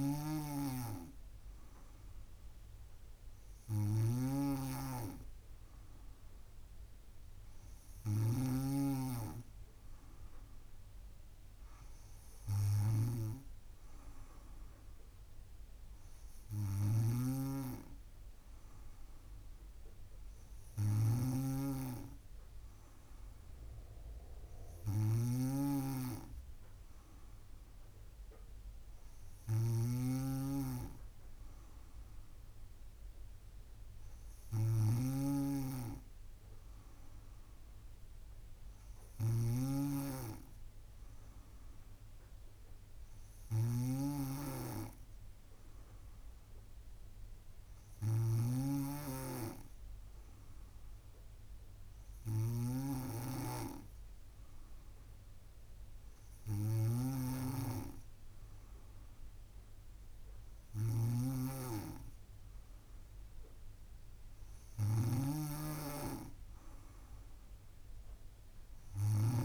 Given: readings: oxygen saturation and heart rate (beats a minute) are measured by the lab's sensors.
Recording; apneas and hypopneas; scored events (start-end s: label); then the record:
breathing in sleep by a room microphone; none
0.00-8.50 s: snoring (device-marked)
17.00-69.45 s: snoring (device-marked)
59.00-69.45 s: drop in pulse transit time (device-marked, heart rate 62 before, 56 extreme)
From the record:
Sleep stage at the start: N2 (light sleep); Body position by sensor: on the back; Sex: female